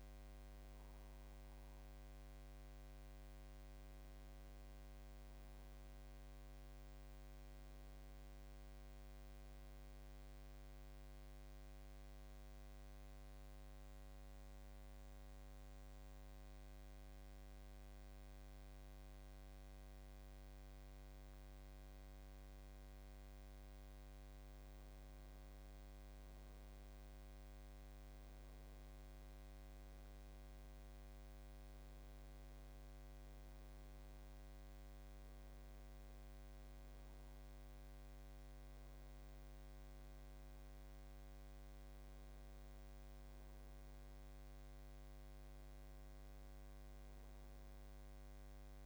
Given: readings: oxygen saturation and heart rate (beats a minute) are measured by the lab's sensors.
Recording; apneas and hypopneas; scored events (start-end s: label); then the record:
breathing in sleep, hard to hear, by a microphone on the trachea; 1
9.50-22.00 s: obstructive apnea (oxygen 96% before, 91% lowest, heart rate 83 before, 80 extreme, up 6 after)
24.50-27.50 s: arousal
28.00-39.00 s: oxygen desaturation (device-marked, oxygen 94% before, 91% lowest, heart rate 82 before, 83 extreme)
From the record:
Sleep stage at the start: N1 (lightest sleep); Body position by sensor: on the back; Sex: male